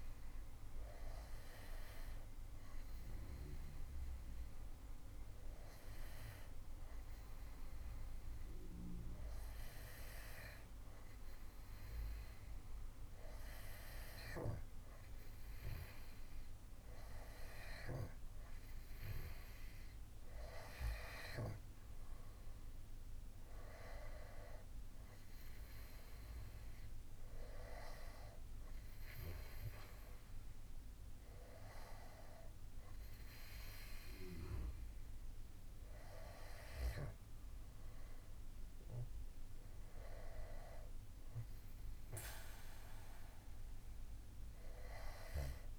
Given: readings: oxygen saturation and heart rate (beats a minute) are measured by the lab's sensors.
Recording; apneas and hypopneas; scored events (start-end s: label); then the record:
breathing in sleep by a room microphone; none
none scored
From the record:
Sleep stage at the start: N2 (light sleep); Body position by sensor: on the back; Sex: male